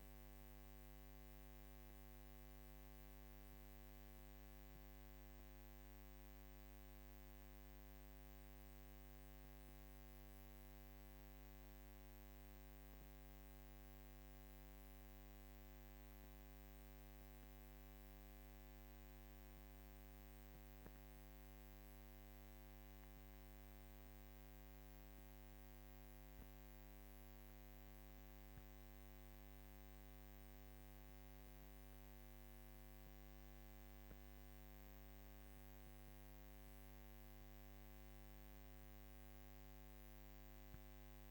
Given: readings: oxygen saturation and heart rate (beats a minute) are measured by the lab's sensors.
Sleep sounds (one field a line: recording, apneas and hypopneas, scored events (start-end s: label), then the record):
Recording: breathing in sleep, hard to hear, by a microphone on the trachea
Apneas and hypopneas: none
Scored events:
none scored
From the record:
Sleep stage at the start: N2 (light sleep)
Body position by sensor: on the back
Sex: female